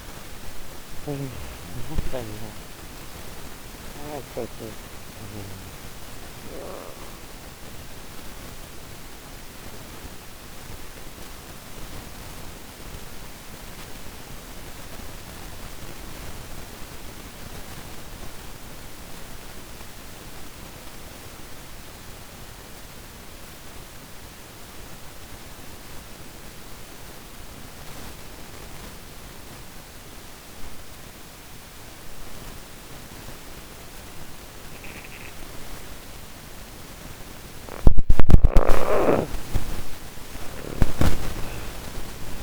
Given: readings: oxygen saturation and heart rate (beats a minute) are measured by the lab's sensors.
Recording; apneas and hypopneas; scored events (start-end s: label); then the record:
breathing in sleep by a microphone on the trachea; 1
0.00-22.50 s: oxygen desaturation (device-marked, oxygen 80% lowest)
6.00-37.00 s: obstructive apnea (oxygen 90% before, 80% lowest, heart rate 30 before, 44 extreme, up 30 after)
31.50-42.43 s: oxygen desaturation (device-marked, oxygen 98% before, 81% lowest, heart rate 68 before, 52 extreme)
38.50-42.43 s: arousal
From the record:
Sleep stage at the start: N2 (light sleep); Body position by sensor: on the back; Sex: female